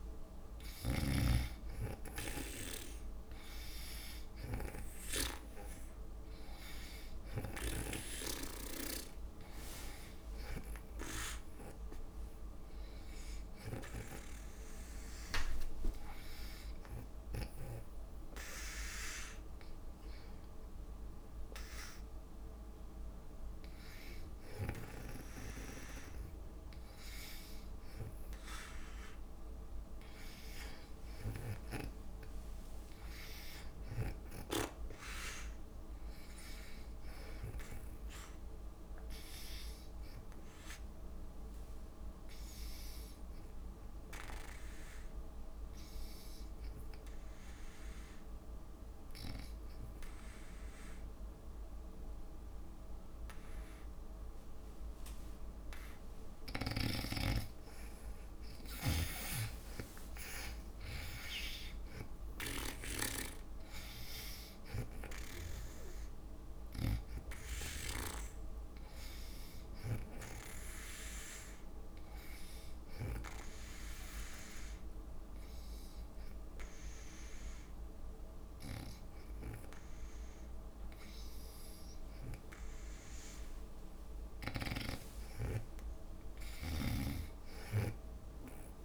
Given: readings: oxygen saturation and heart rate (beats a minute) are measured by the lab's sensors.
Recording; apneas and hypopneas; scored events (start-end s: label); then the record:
breathing in sleep by a room microphone; 3
0.00-1.50 s: snoring (device-marked)
0.00-13.50 s: oxygen desaturation (device-marked, oxygen 87% lowest)
15.50-26.50 s: hypopnea (oxygen 93% before, 86% lowest)
33.50-37.50 s: arousal
41.50-56.00 s: obstructive apnea (oxygen 96% before, 86% lowest)
58.00-63.00 s: arousal
58.50-77.50 s: oxygen desaturation (device-marked, oxygen 95% before, 86% lowest)
74.50-84.50 s: obstructive apnea (oxygen 95% before, 90% lowest)
87.00-88.85 s: snoring (device-marked)
From the record:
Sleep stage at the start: N2 (light sleep); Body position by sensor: on the back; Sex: female